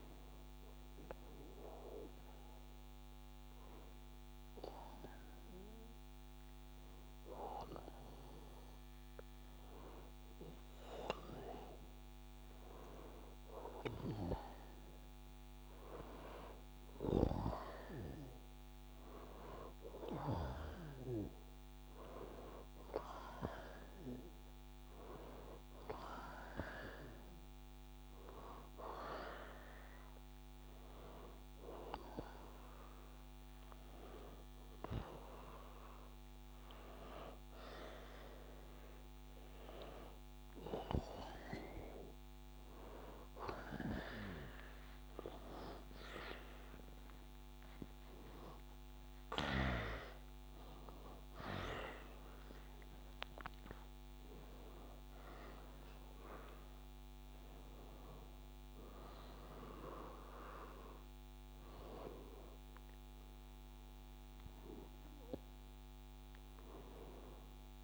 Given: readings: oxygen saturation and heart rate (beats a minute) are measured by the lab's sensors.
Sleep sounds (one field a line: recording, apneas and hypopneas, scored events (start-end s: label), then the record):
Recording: breathing in sleep by a microphone on the trachea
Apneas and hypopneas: 1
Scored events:
0.50-14.00 s: hypopnea (oxygen 98% before, 93% lowest, heart rate 62 before, 61 extreme, up 0 after)
14.50-67.84 s: new sleep stage, N1 (lightest sleep)
15.00-20.00 s: arousal
24.50-40.50 s: oxygen desaturation (device-marked, oxygen 96% before, 93% lowest, heart rate 62 before, 63 extreme)
46.00-52.50 s: arousal
From the record:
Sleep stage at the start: N2 (light sleep)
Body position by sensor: on the back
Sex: male